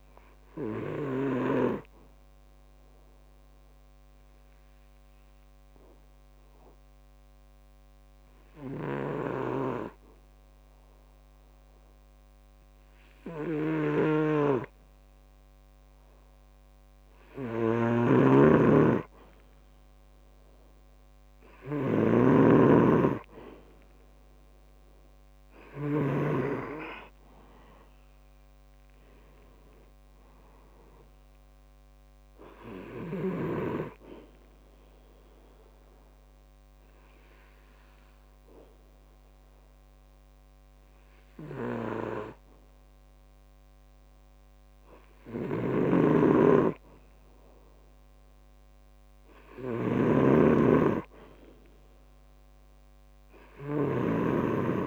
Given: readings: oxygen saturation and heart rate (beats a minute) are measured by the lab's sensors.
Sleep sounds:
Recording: breathing in sleep by a microphone on the trachea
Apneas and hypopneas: 2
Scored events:
0.00-14.50 s: oxygen desaturation (device-marked, oxygen 92% lowest, heart rate 66 extreme)
3.00-18.00 s: obstructive apnea (oxygen 97% before, 91% lowest, heart rate 68 before, 64 extreme, up 1 after)
18.00-26.50 s: snoring (device-marked)
20.50-24.00 s: arousal
24.50-49.50 s: oxygen desaturation (device-marked, oxygen 97% before, 91% lowest, heart rate 68 before, 64 extreme)
35.50-46.50 s: obstructive apnea (oxygen 97% before, 91% lowest, heart rate 70 before, 65 extreme, up 6 after)
46.00-54.50 s: snoring (device-marked)
51.50-54.87 s: arousal
From the record:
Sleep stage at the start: N2 (light sleep)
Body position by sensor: on the back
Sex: male

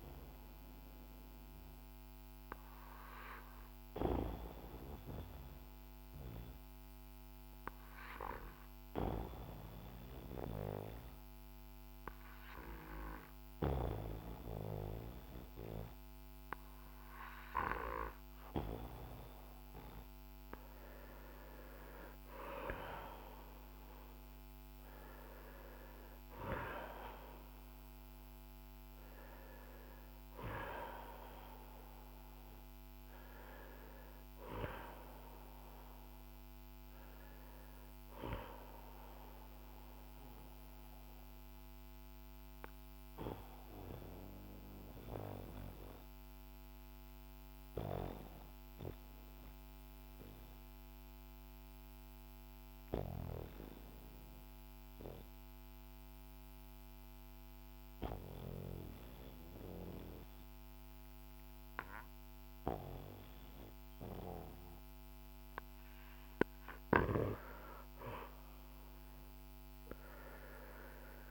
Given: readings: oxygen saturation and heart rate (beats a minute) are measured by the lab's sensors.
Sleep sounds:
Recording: breathing in sleep by a microphone on the trachea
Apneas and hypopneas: 2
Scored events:
0.50-20.00 s: obstructive apnea (oxygen 97% before, 91% lowest, heart rate 51 before, 47 extreme, up 10 after)
22.00-26.00 s: arousal
38.00-52.00 s: oxygen desaturation (device-marked, oxygen 94% before, 91% lowest, heart rate 54 before, 38 extreme)
41.00-66.00 s: obstructive apnea (oxygen 97% before, 89% lowest, heart rate 54 before, 38 extreme, up 21 after)
68.00-71.31 s: oxygen desaturation (device-marked, oxygen 97% before, 89% lowest, heart rate 48 before, 47 extreme)
68.50-71.31 s: arousal
From the record:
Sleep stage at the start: N2 (light sleep)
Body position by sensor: on the back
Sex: male

